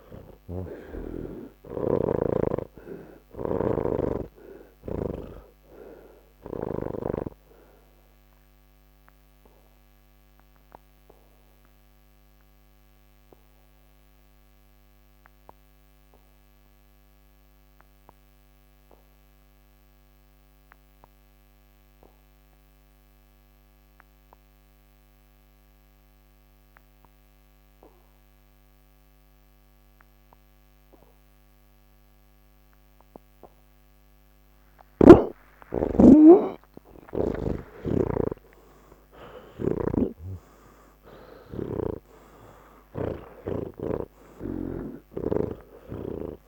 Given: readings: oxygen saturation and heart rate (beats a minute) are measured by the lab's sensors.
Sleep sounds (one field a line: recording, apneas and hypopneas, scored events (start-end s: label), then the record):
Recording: breathing in sleep by a microphone on the trachea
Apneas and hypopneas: 1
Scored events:
0.00-21.00 s: oxygen desaturation (device-marked, oxygen 79% lowest)
3.50-7.00 s: snoring (device-marked)
6.50-34.50 s: obstructive apnea (oxygen 100% before, 76% lowest)
26.00-43.00 s: oxygen desaturation (device-marked, oxygen 100% before, 87% lowest)
37.50-46.47 s: snoring (device-marked)
45.00-46.47 s: oxygen desaturation (device-marked, oxygen 91% before, 76% lowest, heart rate 87 before, 29 extreme)
From the record:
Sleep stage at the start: N2 (light sleep)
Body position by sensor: on the back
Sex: male